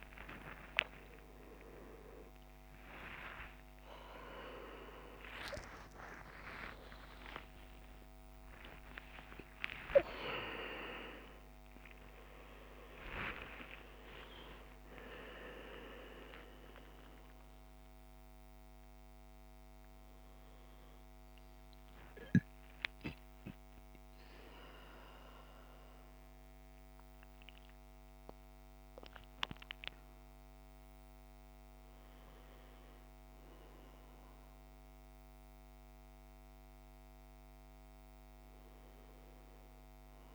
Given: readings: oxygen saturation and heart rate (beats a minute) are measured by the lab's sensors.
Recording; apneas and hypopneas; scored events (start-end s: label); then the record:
a person awake in a sleep study, by a microphone on the trachea; none
9.00-16.00 s: oxygen desaturation (device-marked, oxygen 96% before, 92% lowest, heart rate 82 before, 64 extreme)
40.00-40.35 s: new sleep stage, N2 (light sleep)
From the record:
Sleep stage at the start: awake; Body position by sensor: on the back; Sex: male